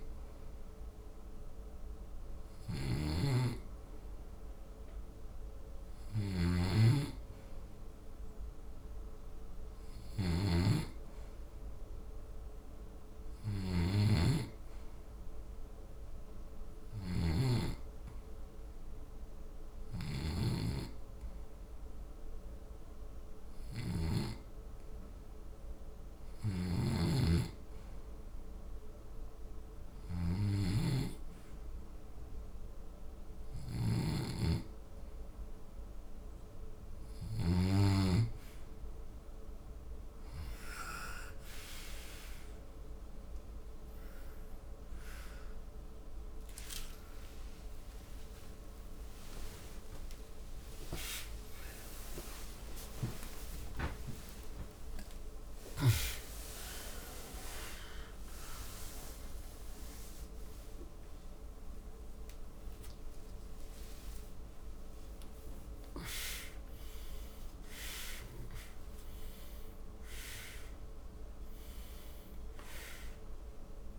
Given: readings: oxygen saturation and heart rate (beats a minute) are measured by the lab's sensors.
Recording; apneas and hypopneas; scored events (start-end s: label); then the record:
a person partly awake in a sleep study, by a room microphone; none
0.00-14.00 s: snoring (device-marked)
42.00-72.00 s: new sleep stage, awake
63.50-65.50 s: long interval between heartbeats (device-marked, heart rate 91 before, 115 extreme)
72.00-73.99 s: new sleep stage, N2 (light sleep)
From the record:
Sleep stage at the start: N2 (light sleep); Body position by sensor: on the back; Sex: male